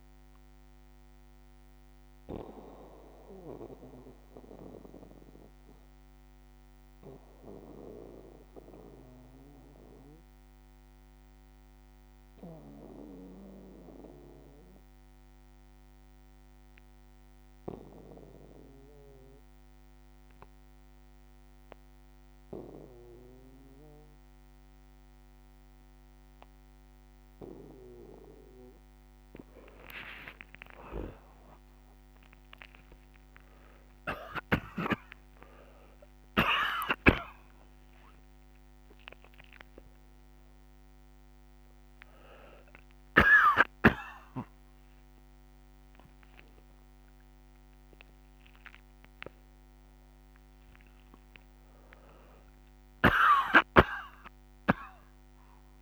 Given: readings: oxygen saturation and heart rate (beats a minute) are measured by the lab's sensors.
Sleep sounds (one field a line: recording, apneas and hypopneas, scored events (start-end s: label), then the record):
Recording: a person partly awake in a sleep study, by a microphone on the trachea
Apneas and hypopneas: 1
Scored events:
0.00-12.50 s: oxygen desaturation (device-marked, oxygen 93% lowest, heart rate 57 extreme)
0.50-16.50 s: bradycardia (device-marked, heart rate 61 before, 57 extreme)
0.50-27.00 s: obstructive apnea (oxygen 98% before, 91% lowest, heart rate 65 before, 29 extreme, up 49 after)
25.50-51.50 s: oxygen desaturation (device-marked, oxygen 98% before, 92% lowest, heart rate 59 before, 29 extreme)
30.00-32.00 s: long interval between heartbeats (device-marked, heart rate 59 before, 79 extreme)
33.50-36.50 s: tachycardia (device-marked, heart rate 61 before, 108 extreme)
35.00-37.00 s: long interval between heartbeats (device-marked, heart rate 65 before, 98 extreme)
37.00-39.00 s: long interval between heartbeats (device-marked, heart rate 70 before, 106 extreme)
38.50-55.81 s: new sleep stage, awake
39.50-43.50 s: bradycardia (device-marked, heart rate 61 before, 29 extreme)
44.00-46.00 s: long interval between heartbeats (device-marked, heart rate 79 before, 44 extreme)
51.50-55.81 s: tachycardia (device-marked, heart rate 61 before, 103 extreme)
54.00-55.81 s: long interval between heartbeats (device-marked, heart rate 76 before, 84 extreme)
From the record:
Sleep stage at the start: N2 (light sleep)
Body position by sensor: on the back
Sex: male